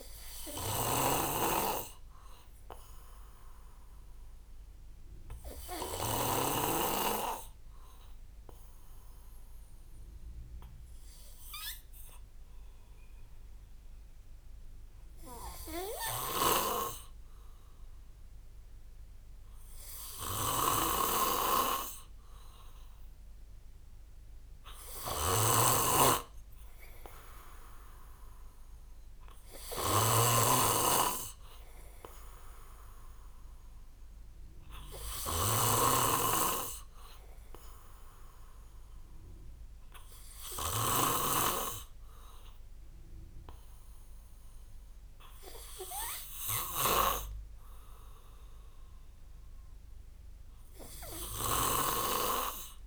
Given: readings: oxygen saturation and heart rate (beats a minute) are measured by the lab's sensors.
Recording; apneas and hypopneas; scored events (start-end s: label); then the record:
breathing in sleep by a room microphone; none
0.00-6.50 s: snoring (device-marked)
16.00-52.00 s: snoring (device-marked)
From the record:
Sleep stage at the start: N2 (light sleep); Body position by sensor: on the back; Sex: male